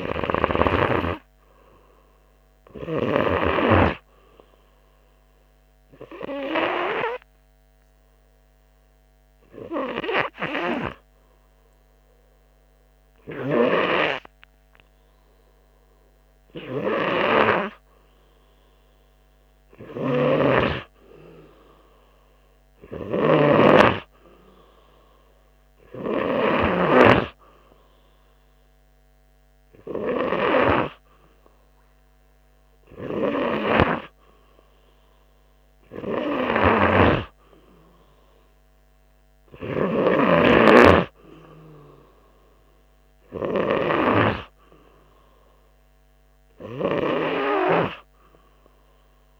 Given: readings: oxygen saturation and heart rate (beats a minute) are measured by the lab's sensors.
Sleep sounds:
breathing in sleep by a microphone on the trachea; none
2.00-20.00 s: oxygen desaturation (device-marked, oxygen 98% before, 95% lowest, heart rate 85 before, 83 extreme)
From the record:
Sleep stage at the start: N2 (light sleep); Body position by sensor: on the right side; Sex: male

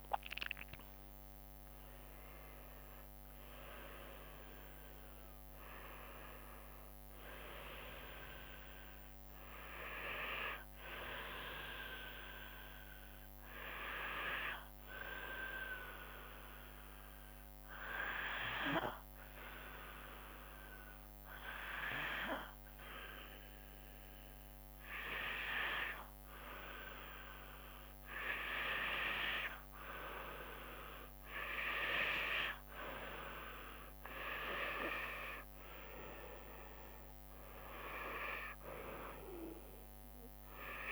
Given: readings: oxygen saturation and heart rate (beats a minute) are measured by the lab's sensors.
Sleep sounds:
breathing in sleep by a microphone on the trachea; 1
12.00-23.50 s: hypopnea (oxygen 96% before, 93% lowest, heart rate 68 before, 53 extreme, up 5 after)
28.50-40.92 s: drop in pulse transit time (device-marked, heart rate 63 before, 53 extreme)
34.00-38.50 s: arousal
From the record:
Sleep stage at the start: N2 (light sleep); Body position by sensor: on the back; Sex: female

